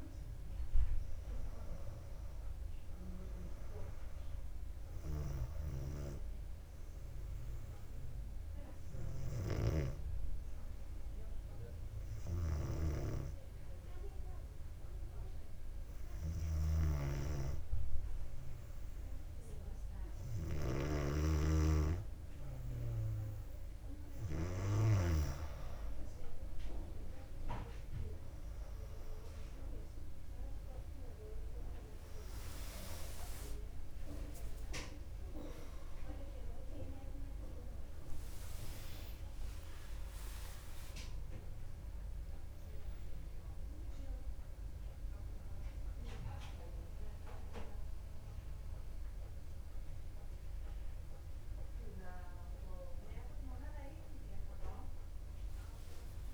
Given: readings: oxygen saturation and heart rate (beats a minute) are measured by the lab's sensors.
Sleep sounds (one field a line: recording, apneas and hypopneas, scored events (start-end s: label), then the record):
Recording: breathing in sleep by a room microphone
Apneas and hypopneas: 1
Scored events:
0.00-4.50 s: oxygen desaturation (device-marked, oxygen 95% lowest, heart rate 57 extreme)
4.50-18.00 s: hypopnea (oxygen 99% before, 94% lowest, heart rate 59 before, 58 extreme, up 2 after)
16.00-25.00 s: snoring (device-marked)
23.50-37.50 s: oxygen desaturation (device-marked, oxygen 97% before, 94% lowest, heart rate 58 before, 61 extreme)
37.50-48.50 s: drop in pulse transit time (device-marked, heart rate 60 before, 65 extreme)
43.50-56.34 s: new sleep stage, awake
From the record:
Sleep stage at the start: N2 (light sleep)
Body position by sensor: on the back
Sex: female